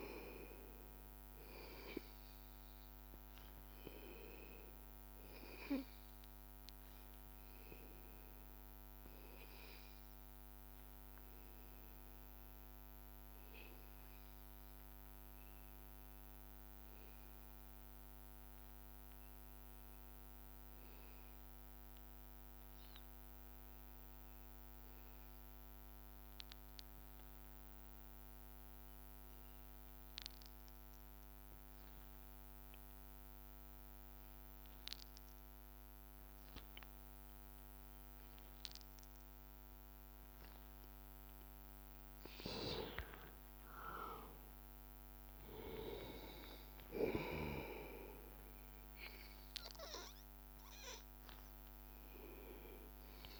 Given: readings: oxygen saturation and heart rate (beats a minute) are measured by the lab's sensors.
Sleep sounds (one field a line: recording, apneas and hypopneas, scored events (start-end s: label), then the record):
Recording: breathing in sleep by a microphone on the trachea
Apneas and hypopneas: 1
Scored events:
0.00-11.00 s: oxygen desaturation (device-marked, oxygen 93% lowest, heart rate 80 extreme)
7.50-43.50 s: obstructive apnea (oxygen 97% before, 93% lowest, heart rate 84 before, 79 extreme, up 3 after)
31.00-33.00 s: long interval between heartbeats (device-marked, heart rate 81 before, 82 extreme)
37.00-53.40 s: oxygen desaturation (device-marked, oxygen 98% before, 94% lowest, heart rate 82 before, 81 extreme)
45.00-49.00 s: arousal
From the record:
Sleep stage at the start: N2 (light sleep)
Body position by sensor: on the back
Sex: male